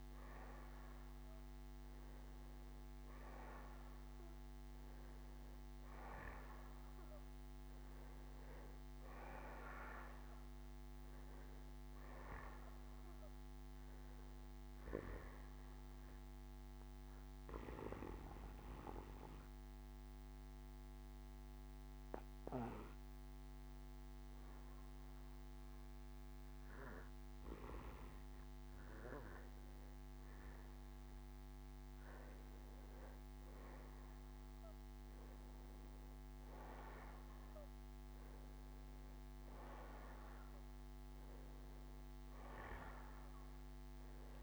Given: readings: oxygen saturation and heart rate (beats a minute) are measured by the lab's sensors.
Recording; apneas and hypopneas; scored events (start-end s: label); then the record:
breathing in sleep by a microphone on the trachea; 1
0.00-15.00 s: oxygen desaturation (device-marked, oxygen 91% lowest, heart rate 64 extreme)
14.50-28.50 s: hypopnea (oxygen 95% before, 90% lowest, heart rate 69 before, 64 extreme, up 6 after)
32.00-35.50 s: arousal
36.00-44.43 s: oxygen desaturation (device-marked, oxygen 94% before, 90% lowest, heart rate 67 before, 65 extreme)
From the record:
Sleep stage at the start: N2 (light sleep); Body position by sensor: on the back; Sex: male